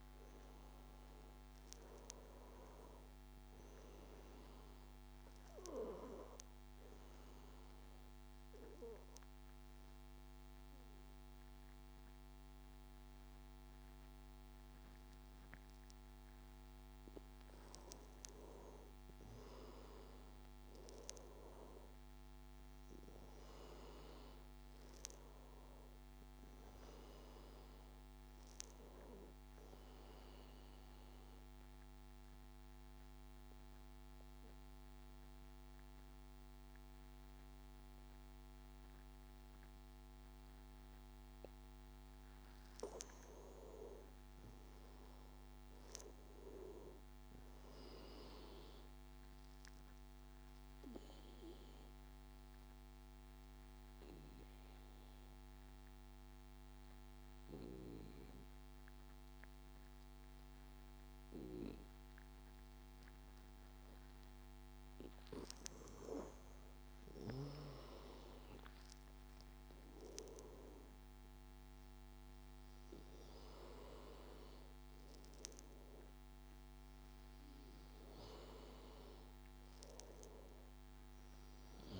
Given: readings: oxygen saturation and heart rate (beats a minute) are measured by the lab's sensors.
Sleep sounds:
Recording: breathing in sleep by a microphone on the trachea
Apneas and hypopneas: 3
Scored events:
0.00-17.00 s: oxygen desaturation (device-marked, oxygen 93% lowest, heart rate 83 extreme)
5.00-82.00 s: new sleep stage, N2 (light sleep)
7.50-18.00 s: obstructive apnea (oxygen 98% before, 91% lowest, heart rate 90 before, 83 extreme, up 3 after)
20.00-23.00 s: arousal
24.00-39.00 s: oxygen desaturation (device-marked, oxygen 96% before, 91% lowest, heart rate 88 before, 83 extreme)
30.00-43.00 s: obstructive apnea (oxygen 96% before, 90% lowest, heart rate 89 before, 83 extreme, up 6 after)
43.50-47.00 s: arousal
49.50-65.50 s: obstructive apnea (oxygen 97% before, 90% lowest, heart rate 86 before, 84 extreme, up 8 after)
50.00-61.00 s: oxygen desaturation (device-marked, oxygen 97% before, 92% lowest, heart rate 86 before, 84 extreme)
67.00-70.50 s: arousal
67.00-82.00 s: oxygen desaturation (device-marked, oxygen 97% before, 90% lowest, heart rate 87 before, 85 extreme)
From the record:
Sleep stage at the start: N1 (lightest sleep)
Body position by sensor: on the back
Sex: male

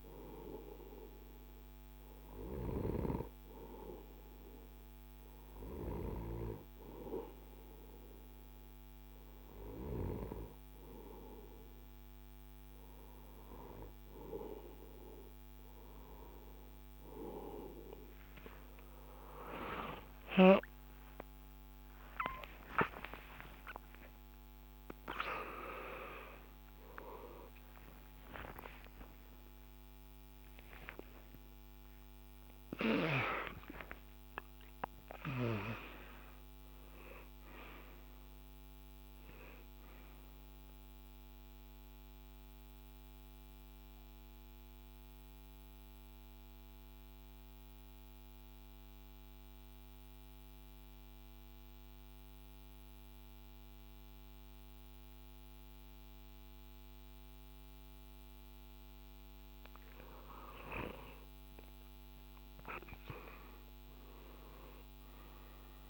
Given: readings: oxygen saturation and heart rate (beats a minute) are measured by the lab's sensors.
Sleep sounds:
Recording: breathing in sleep by a microphone on the trachea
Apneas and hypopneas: 1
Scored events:
18.00-65.90 s: new sleep stage, N1 (lightest sleep)
19.00-33.00 s: tachycardia (device-marked, heart rate 69 before, 152 extreme)
20.00-27.50 s: arousal
40.00-58.50 s: central apnea (oxygen 97% before, 93% lowest, heart rate 115 before, 54 extreme, up 16 after)
61.00-65.00 s: arousal
64.00-65.90 s: oxygen desaturation (device-marked, oxygen 99% before, 93% lowest, heart rate 61 before, 65 extreme)
From the record:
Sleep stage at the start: N2 (light sleep)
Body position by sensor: on the back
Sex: male

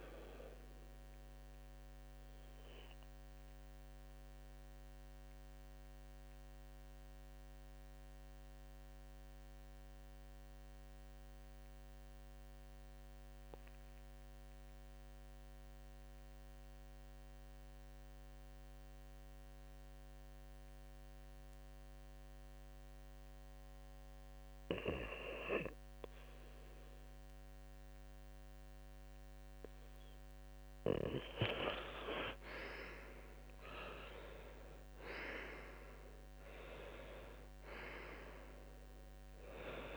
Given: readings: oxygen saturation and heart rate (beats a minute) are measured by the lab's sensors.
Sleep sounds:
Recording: breathing in sleep by a microphone on the trachea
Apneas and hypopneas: 1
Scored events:
1.00-29.50 s: mixed apnea (oxygen 96% before, 87% lowest, heart rate 70 before, 61 extreme, up 14 after)
7.00-39.97 s: new sleep stage, REM sleep
31.50-36.00 s: arousal
From the record:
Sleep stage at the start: N2 (light sleep)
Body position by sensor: on the left side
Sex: male

